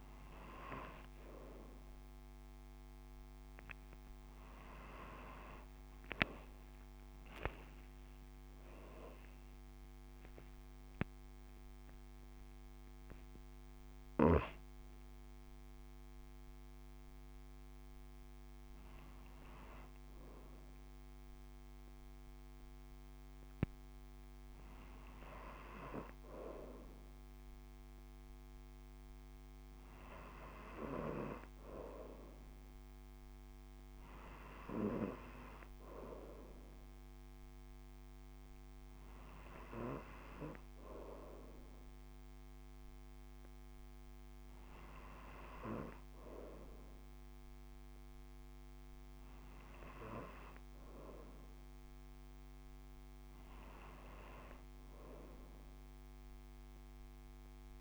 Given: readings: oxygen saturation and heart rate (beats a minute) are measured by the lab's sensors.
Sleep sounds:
breathing in sleep by a microphone on the trachea; none
none scored
From the record:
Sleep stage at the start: N2 (light sleep); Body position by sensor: upright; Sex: female

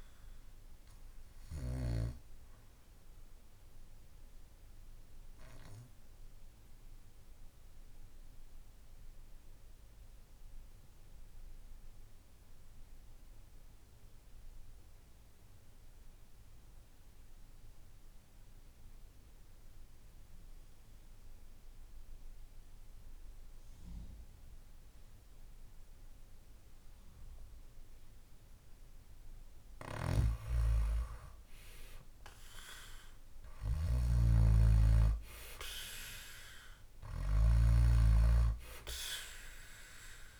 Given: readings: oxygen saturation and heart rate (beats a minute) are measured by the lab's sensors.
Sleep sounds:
breathing in sleep by a room microphone; 1
0.00-1.50 s: snoring (device-marked)
0.00-10.00 s: oxygen desaturation (device-marked, oxygen 85% lowest, heart rate 52 extreme)
2.00-28.00 s: obstructive apnea (oxygen 95% before, 85% lowest, heart rate 61 before, 52 extreme, up 6 after)
29.50-40.40 s: snoring (device-marked)
31.00-34.50 s: arousal
36.00-40.40 s: oxygen desaturation (device-marked, oxygen 97% before, 87% lowest, heart rate 54 before, 52 extreme)
From the record:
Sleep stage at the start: N2 (light sleep); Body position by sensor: on the back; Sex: male

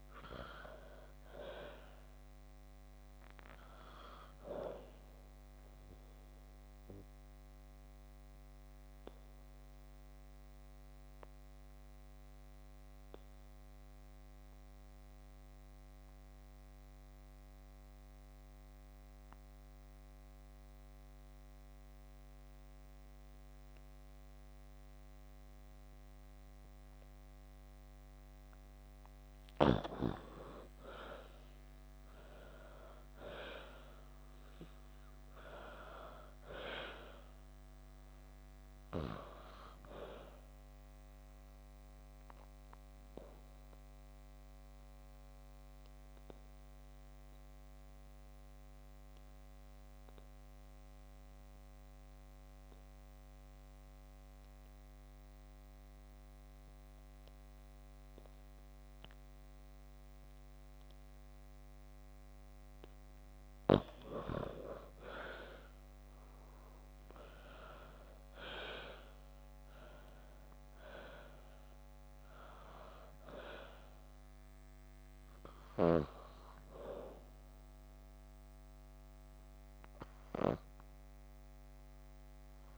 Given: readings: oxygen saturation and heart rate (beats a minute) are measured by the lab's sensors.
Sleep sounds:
breathing in sleep by a microphone on the trachea; 2
6.00-28.00 s: obstructive apnea (oxygen 97% before, 88% lowest)
20.50-36.50 s: oxygen desaturation (device-marked, oxygen 96% before, 88% lowest)
31.50-36.00 s: arousal
42.50-62.50 s: obstructive apnea (oxygen 98% before, 88% lowest)
58.50-78.50 s: oxygen desaturation (device-marked, oxygen 96% before, 88% lowest)
65.00-68.50 s: arousal
From the record:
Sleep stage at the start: N2 (light sleep); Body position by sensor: on the back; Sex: female

